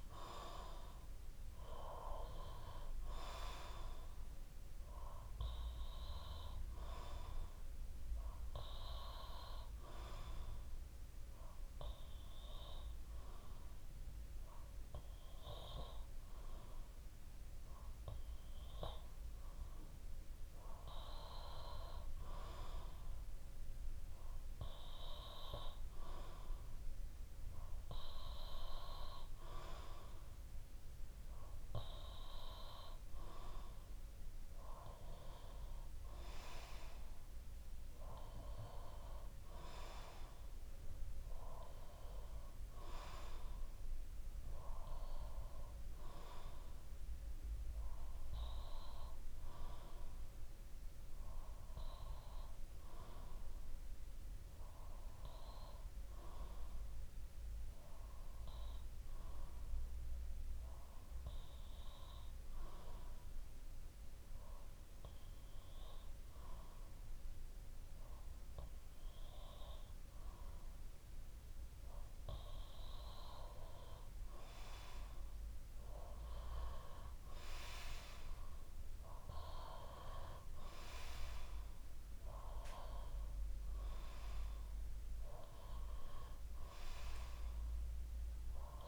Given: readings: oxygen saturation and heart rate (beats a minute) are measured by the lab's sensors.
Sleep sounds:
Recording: breathing in sleep by a room microphone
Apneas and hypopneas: 2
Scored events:
5.50-16.50 s: bradycardia (device-marked, heart rate 63 before, 59 extreme)
11.00-22.50 s: obstructive apnea (oxygen 96% before, 92% lowest, heart rate 60 before, 59 extreme, up 2 after)
26.00-29.50 s: arousal
32.50-56.50 s: oxygen desaturation (device-marked, oxygen 95% before, 92% lowest, heart rate 60 before, 58 extreme)
42.50-67.50 s: bradycardia (device-marked, heart rate 63 before, 58 extreme)
57.00-72.00 s: obstructive apnea (oxygen 95% before, 92% lowest, heart rate 60 before, 58 extreme, up 6 after)
74.50-78.00 s: arousal
From the record:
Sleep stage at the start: N2 (light sleep)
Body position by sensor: on the back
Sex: male

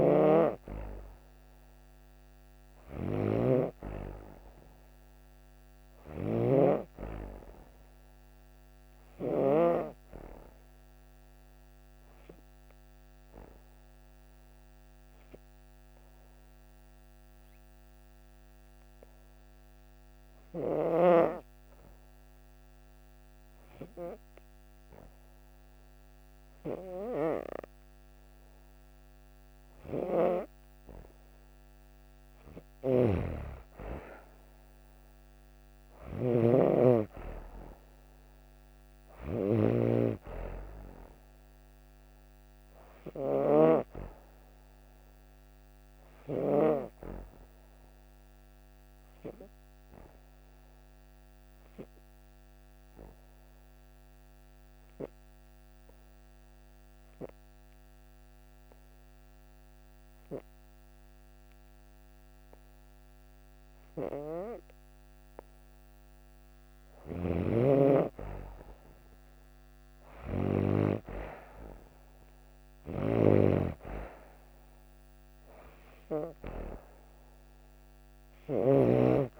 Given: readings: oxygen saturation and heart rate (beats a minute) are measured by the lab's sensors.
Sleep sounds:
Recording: breathing in sleep by a microphone on the trachea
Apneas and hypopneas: 2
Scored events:
0.00-6.50 s: snoring (device-marked)
5.50-20.50 s: oxygen desaturation (device-marked, oxygen 95% before, 92% lowest)
9.50-28.00 s: hypopnea (oxygen 96% before, 91% lowest)
32.50-43.50 s: snoring (device-marked)
33.00-37.00 s: arousal
44.50-70.50 s: oxygen desaturation (device-marked, oxygen 96% before, 91% lowest)
48.50-66.00 s: obstructive apnea (oxygen 96% before, 91% lowest)
66.50-78.50 s: snoring (device-marked)
68.50-73.50 s: arousal
From the record:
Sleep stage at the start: N2 (light sleep)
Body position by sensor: on the back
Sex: female

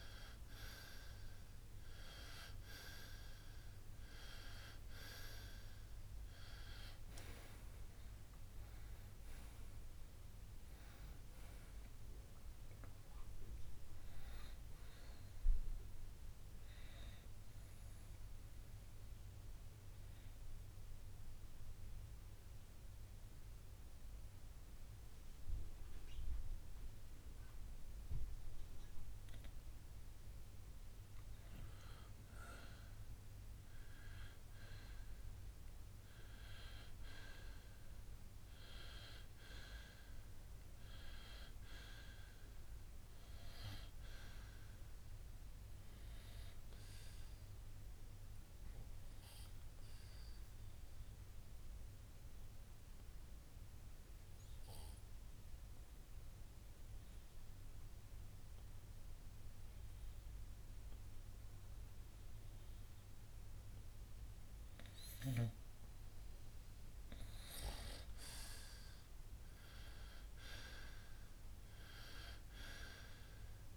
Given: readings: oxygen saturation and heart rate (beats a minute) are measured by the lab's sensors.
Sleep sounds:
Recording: breathing in sleep by a room microphone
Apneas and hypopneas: 2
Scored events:
3.00-8.00 s: arousal
18.50-30.00 s: obstructive apnea (oxygen 95% before, 90% lowest, heart rate 68 before, 58 extreme, up 9 after)
25.50-37.50 s: oxygen desaturation (device-marked, oxygen 94% before, 90% lowest, heart rate 66 before, 61 extreme)
32.00-35.50 s: arousal
47.00-65.50 s: obstructive apnea (oxygen 95% before, 89% lowest, heart rate 64 before, 61 extreme, up 6 after)
68.00-71.00 s: arousal
From the record:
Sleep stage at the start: N2 (light sleep)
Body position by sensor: on the front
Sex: male

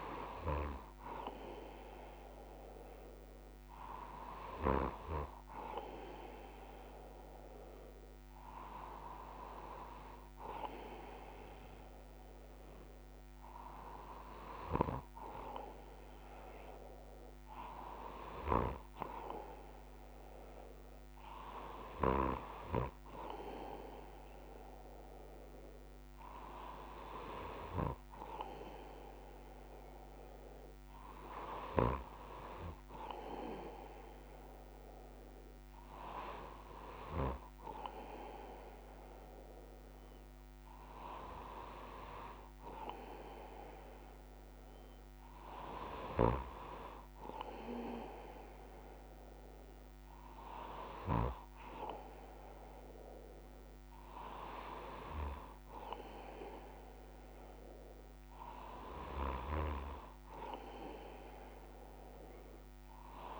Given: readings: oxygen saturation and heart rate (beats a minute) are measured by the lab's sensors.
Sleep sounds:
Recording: breathing in sleep by a microphone on the trachea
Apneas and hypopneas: none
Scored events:
none scored
From the record:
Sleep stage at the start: N3 (deep sleep)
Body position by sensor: on the left side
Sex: male

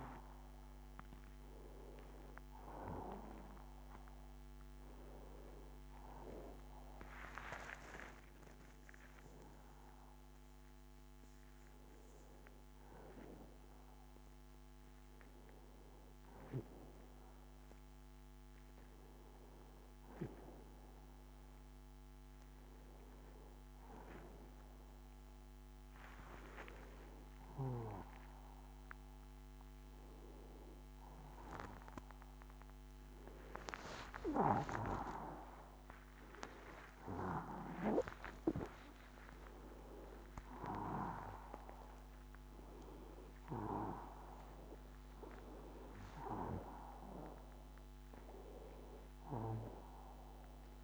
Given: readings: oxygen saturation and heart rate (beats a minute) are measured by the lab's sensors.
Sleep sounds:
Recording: a person awake in a sleep study, by a microphone on the trachea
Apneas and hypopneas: none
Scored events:
5.00-50.84 s: new sleep stage, awake
From the record:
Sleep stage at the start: N2 (light sleep)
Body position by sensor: on the right side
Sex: female

